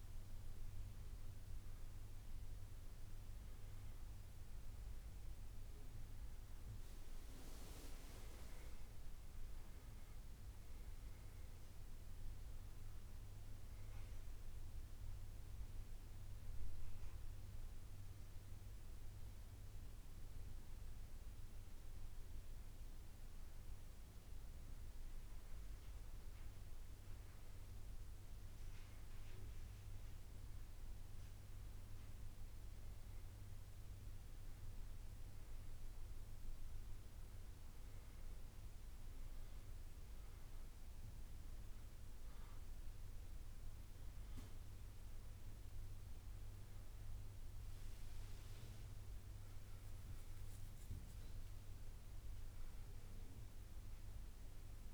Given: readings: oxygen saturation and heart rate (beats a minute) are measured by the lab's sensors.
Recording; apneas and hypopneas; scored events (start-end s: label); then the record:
breathing in sleep, hard to hear, by a room microphone; none
1.00-3.00 s: long interval between heartbeats (device-marked, heart rate 64 before, 63 extreme)
6.50-19.50 s: drop in pulse transit time (device-marked, heart rate 64 before, 62 extreme)
8.50-10.50 s: long interval between heartbeats (device-marked, heart rate 64 before, 67 extreme)
10.00-14.00 s: arousal
43.50-54.94 s: new sleep stage, awake
48.50-50.50 s: long interval between heartbeats (device-marked, heart rate 64 before, 73 extreme)
From the record:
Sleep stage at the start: N2 (light sleep); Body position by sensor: on the back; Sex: male